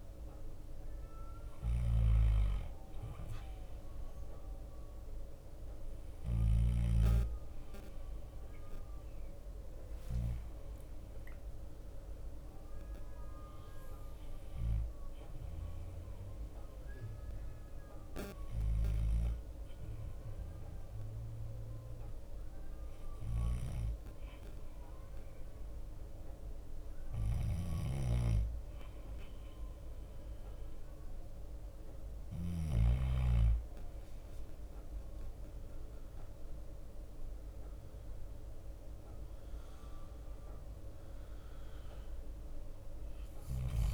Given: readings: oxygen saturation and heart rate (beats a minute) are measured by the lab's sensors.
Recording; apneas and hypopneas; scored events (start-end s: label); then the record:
breathing in sleep by a room microphone; 1
0.00-43.94 s: bradycardia (device-marked)
2.50-17.50 s: oxygen desaturation (device-marked, oxygen 94% before, 91% lowest, heart rate 54 before, 52 extreme)
14.00-28.50 s: hypopnea (oxygen 94% before, 89% lowest, heart rate 54 before, 52 extreme, up 2 after)
28.00-33.50 s: snoring (device-marked)
36.00-39.50 s: arousal
36.50-43.50 s: oxygen desaturation (device-marked, oxygen 93% before, 89% lowest, heart rate 53 before, 53 extreme)
From the record:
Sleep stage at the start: N2 (light sleep); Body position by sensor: on the back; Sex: male